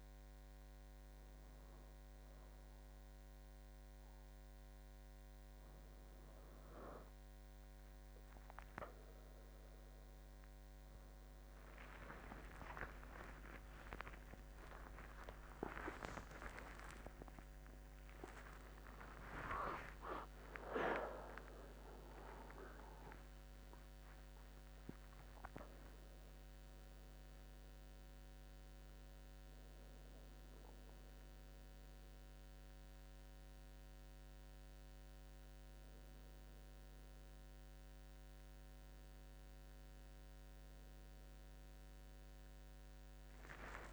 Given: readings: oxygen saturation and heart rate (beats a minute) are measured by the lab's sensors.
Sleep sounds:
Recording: breathing in sleep by a microphone on the trachea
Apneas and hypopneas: none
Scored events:
15.00-21.50 s: arousal
From the record:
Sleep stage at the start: N1 (lightest sleep)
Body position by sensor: on the back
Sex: male

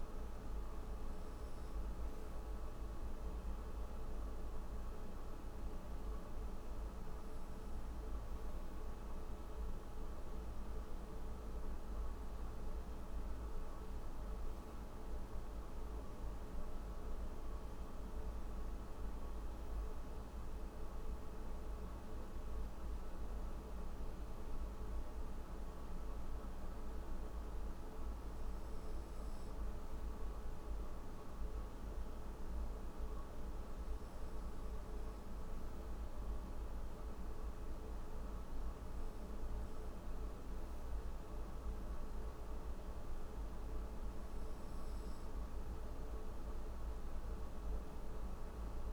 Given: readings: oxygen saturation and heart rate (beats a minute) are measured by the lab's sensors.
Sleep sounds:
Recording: breathing in sleep, hard to hear, by a room microphone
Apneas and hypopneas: none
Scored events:
none scored
From the record:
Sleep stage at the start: N1 (lightest sleep)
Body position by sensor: on the right side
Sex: male

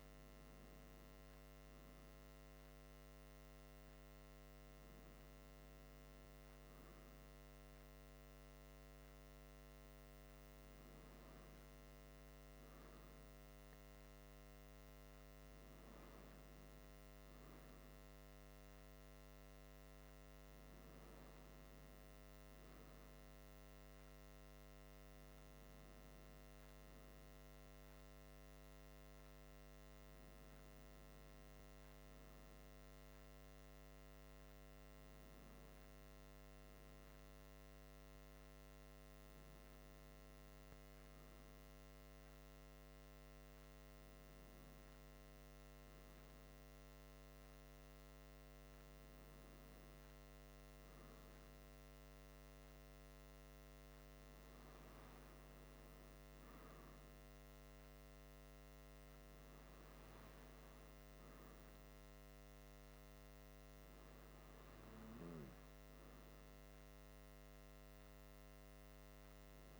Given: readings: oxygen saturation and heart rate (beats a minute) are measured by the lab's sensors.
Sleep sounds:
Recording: breathing in sleep, hard to hear, by a microphone on the trachea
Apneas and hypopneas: none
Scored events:
none scored
From the record:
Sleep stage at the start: N2 (light sleep)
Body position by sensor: on the back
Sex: male

